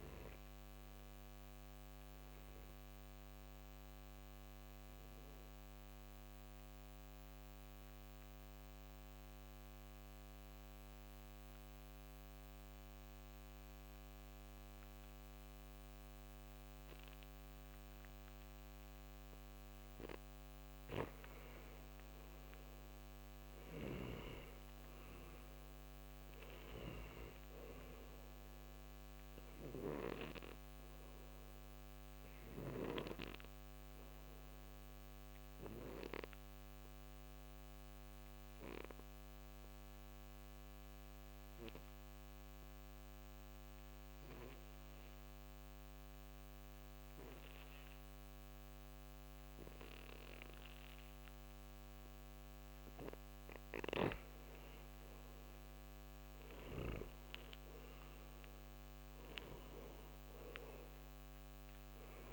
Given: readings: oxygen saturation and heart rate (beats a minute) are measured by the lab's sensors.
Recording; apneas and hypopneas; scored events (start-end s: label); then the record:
breathing in sleep by a microphone on the trachea; 2
0.00-11.00 s: oxygen desaturation (device-marked, oxygen 85% lowest, heart rate 61 extreme)
1.50-21.00 s: obstructive apnea (oxygen 96% before, 85% lowest, heart rate 70 before, 62 extreme, up 5 after)
23.00-26.00 s: arousal
23.00-43.00 s: oxygen desaturation (device-marked, oxygen 98% before, 85% lowest, heart rate 68 before, 62 extreme)
29.00-53.50 s: obstructive apnea (oxygen 98% before, 85% lowest, heart rate 68 before, 61 extreme, up 8 after)
55.00-62.33 s: oxygen desaturation (device-marked, oxygen 97% before, 86% lowest, heart rate 64 before, 61 extreme)
55.50-60.50 s: arousal
From the record:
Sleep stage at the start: N2 (light sleep); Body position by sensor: on the right side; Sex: male